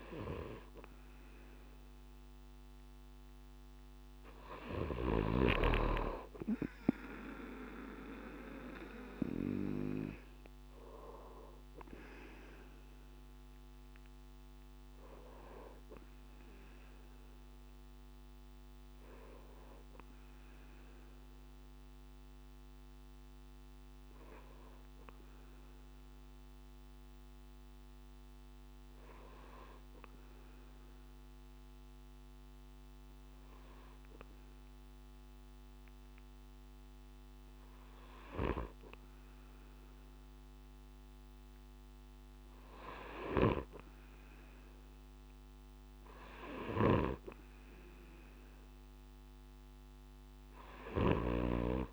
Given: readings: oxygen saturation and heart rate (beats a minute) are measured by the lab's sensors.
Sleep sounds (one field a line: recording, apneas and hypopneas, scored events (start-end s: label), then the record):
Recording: breathing in sleep by a microphone on the trachea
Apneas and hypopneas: 1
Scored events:
13.50-17.50 s: arousal
22.00-38.00 s: hypopnea (oxygen 96% before, 95% lowest, heart rate 70 before, 62 extreme, up 6 after)
40.00-43.00 s: arousal
From the record:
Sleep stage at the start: N2 (light sleep)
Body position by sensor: on the right side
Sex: male